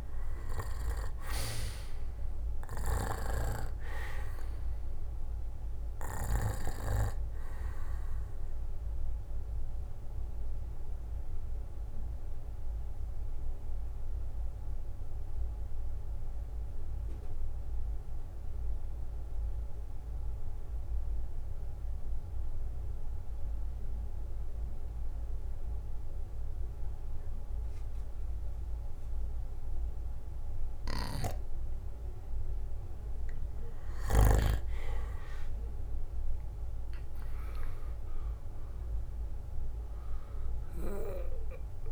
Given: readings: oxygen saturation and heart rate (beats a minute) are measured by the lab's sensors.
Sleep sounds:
breathing in sleep by a room microphone; 1
1.00-15.00 s: oxygen desaturation (device-marked, oxygen 98% before, 90% lowest, heart rate 61 before, 54 extreme)
10.00-31.50 s: mixed apnea (oxygen 98% before, 88% lowest, heart rate 66 before, 53 extreme, up 16 after)
31.00-41.91 s: oxygen desaturation (device-marked, oxygen 98% before, 88% lowest, heart rate 57 before, 53 extreme)
34.00-41.91 s: drop in pulse transit time (device-marked, heart rate 59 before, 63 extreme)
37.50-41.00 s: arousal
From the record:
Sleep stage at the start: N2 (light sleep); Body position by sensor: on the back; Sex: male

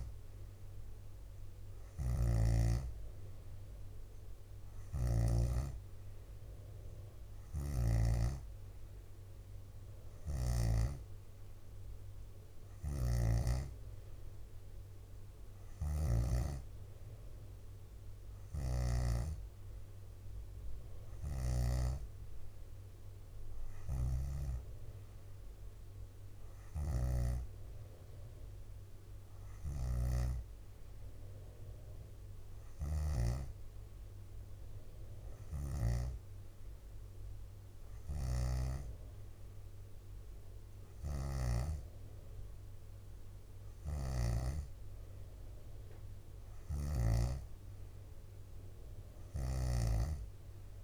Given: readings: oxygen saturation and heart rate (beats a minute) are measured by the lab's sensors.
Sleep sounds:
breathing in sleep by a room microphone; none
0.00-5.50 s: snoring (device-marked)
0.00-6.00 s: leg movement (device-marked)
10.00-16.50 s: snoring (device-marked)
10.50-20.50 s: drop in pulse transit time (device-marked, heart rate 65 before, 66 extreme)
21.00-24.50 s: snoring (device-marked)
26.50-33.50 s: snoring (device-marked)
38.00-44.50 s: snoring (device-marked)
46.50-50.00 s: snoring (device-marked)
49.00-50.84 s: leg movement (device-marked)
From the record:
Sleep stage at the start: N2 (light sleep); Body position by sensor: on the back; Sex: female

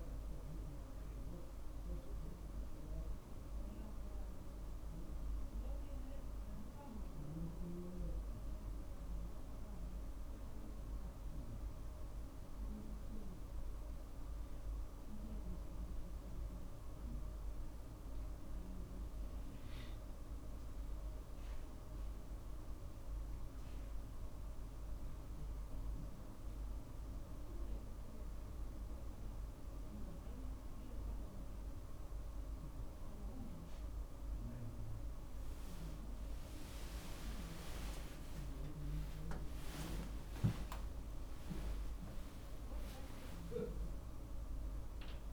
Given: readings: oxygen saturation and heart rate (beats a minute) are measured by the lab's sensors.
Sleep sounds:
a person awake in a sleep study, by a room microphone; none
39.00-41.00 s: long interval between heartbeats (device-marked, heart rate 51 before, 59 extreme)
41.50-43.50 s: long interval between heartbeats (device-marked, heart rate 52 before, 77 extreme)
41.50-45.33 s: drop in pulse transit time (device-marked, heart rate 52 before, 53 extreme)
From the record:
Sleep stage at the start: awake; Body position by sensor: on the right side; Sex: male

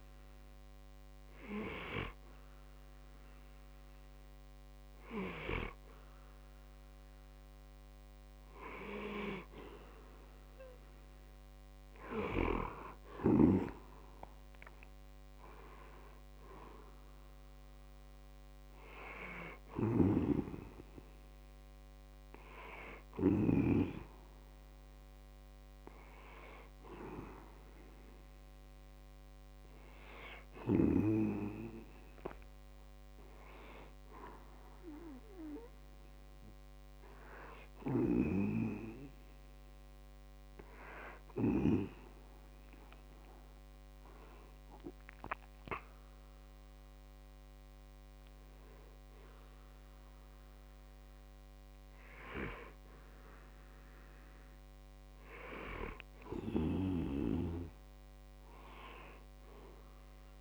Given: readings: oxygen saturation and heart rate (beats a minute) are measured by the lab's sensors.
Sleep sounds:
breathing in sleep by a microphone on the trachea; none
12.00-24.00 s: oxygen desaturation (device-marked, oxygen 96% before, 92% lowest, heart rate 63 before, 60 extreme)
From the record:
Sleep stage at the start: N2 (light sleep); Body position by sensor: on the back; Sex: male

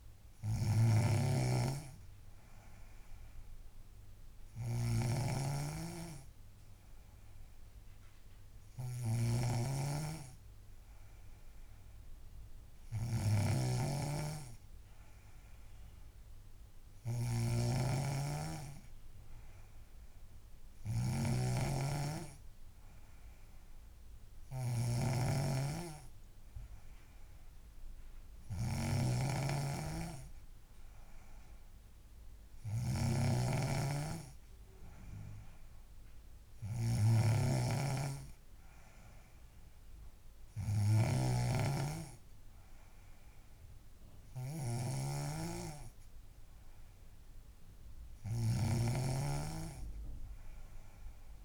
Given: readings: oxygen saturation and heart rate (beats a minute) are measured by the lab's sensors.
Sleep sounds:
breathing in sleep by a room microphone; none
0.00-51.45 s: snoring (device-marked)
From the record:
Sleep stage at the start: N3 (deep sleep); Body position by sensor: on the back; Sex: female

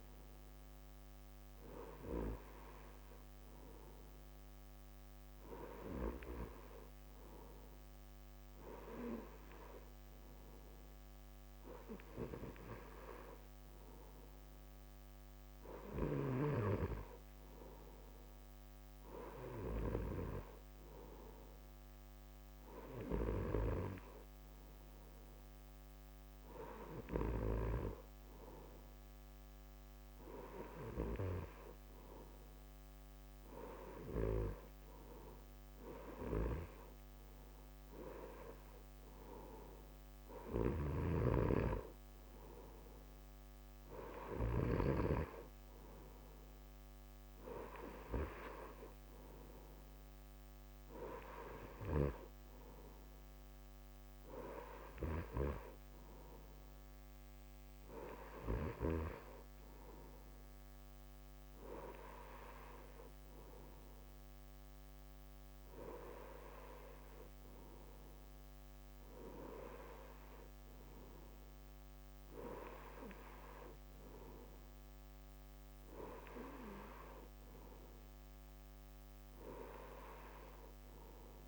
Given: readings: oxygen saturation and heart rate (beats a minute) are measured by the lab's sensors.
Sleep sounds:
breathing in sleep by a microphone on the trachea; none
none scored
From the record:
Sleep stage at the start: N2 (light sleep); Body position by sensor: on the right side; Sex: male

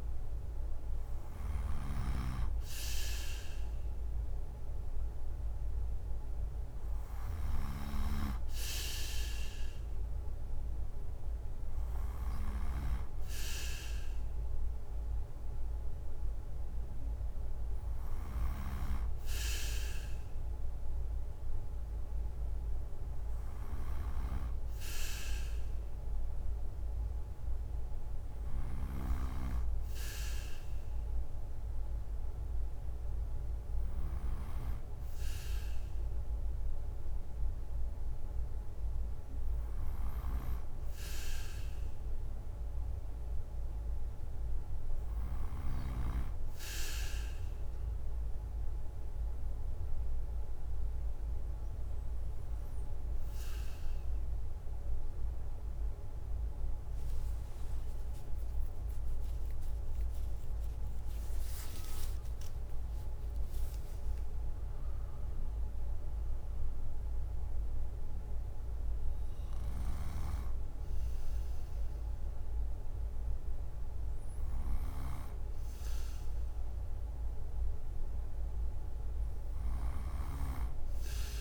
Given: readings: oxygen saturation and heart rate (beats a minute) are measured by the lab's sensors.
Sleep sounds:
breathing in sleep by a room microphone; none
0.00-12.00 s: snoring (device-marked)
18.00-45.50 s: snoring (device-marked)
57.50-61.50 s: arousal
61.00-74.00 s: drop in pulse transit time (device-marked, heart rate 69 before, 68 extreme)
69.50-80.00 s: snoring (device-marked)
From the record:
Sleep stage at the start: N2 (light sleep); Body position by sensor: on the right side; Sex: male

